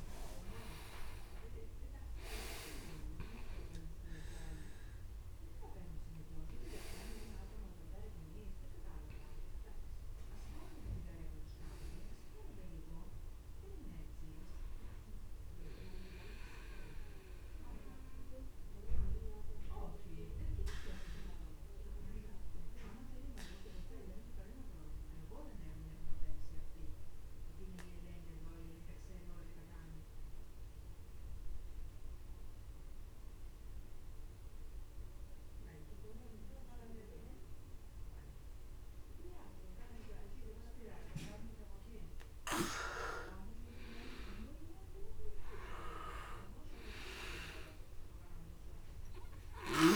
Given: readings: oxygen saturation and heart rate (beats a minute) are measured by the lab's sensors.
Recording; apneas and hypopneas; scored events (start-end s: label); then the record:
breathing in sleep by a room microphone; 1
0.00-30.50 s: oxygen desaturation (device-marked, oxygen 86% lowest, heart rate 27 extreme)
2.00-6.50 s: arousal
17.00-41.00 s: obstructive apnea (oxygen 98% before, 86% lowest)
43.00-46.50 s: arousal
48.50-49.96 s: oxygen desaturation (device-marked, oxygen 99% before, 92% lowest)
From the record:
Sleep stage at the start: N2 (light sleep); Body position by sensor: on the back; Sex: male